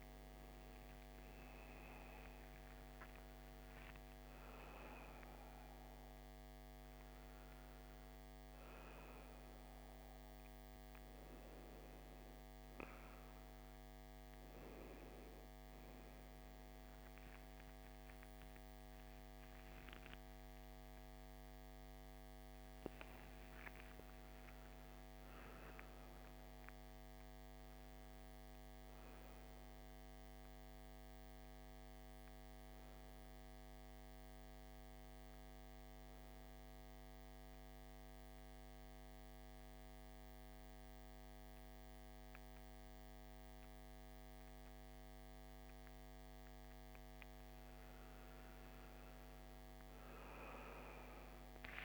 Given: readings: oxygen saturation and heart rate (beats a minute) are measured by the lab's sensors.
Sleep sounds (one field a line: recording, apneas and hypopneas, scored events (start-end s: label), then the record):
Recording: a person awake in a sleep study, hard to hear, by a microphone on the trachea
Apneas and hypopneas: 1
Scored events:
28.50-51.85 s: new sleep stage, N2 (light sleep)
33.00-46.50 s: hypopnea (oxygen 98% before, 90% lowest, heart rate 61 before, 59 extreme, up 11 after)
From the record:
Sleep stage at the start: awake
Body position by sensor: on the back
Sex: male